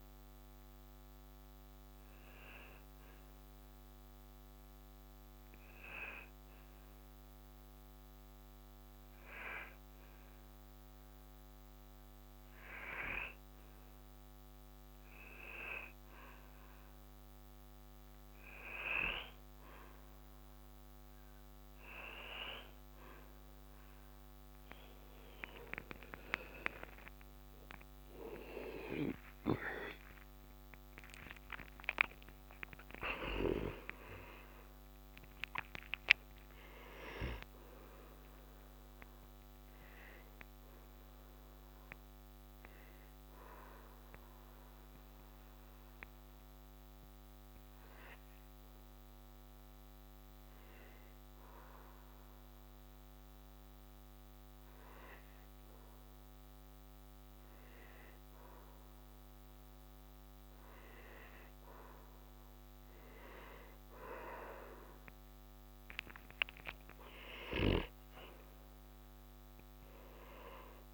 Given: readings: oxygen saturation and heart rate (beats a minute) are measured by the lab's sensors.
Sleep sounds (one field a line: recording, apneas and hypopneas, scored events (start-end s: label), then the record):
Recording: breathing in sleep by a microphone on the trachea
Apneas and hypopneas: 1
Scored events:
27.00-32.50 s: arousal
44.00-59.50 s: hypopnea (oxygen 98% before, 96% lowest, heart rate 72 before, 46 extreme, up 18 after)
62.50-67.50 s: arousal
From the record:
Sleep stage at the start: N2 (light sleep)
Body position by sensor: on the back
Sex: male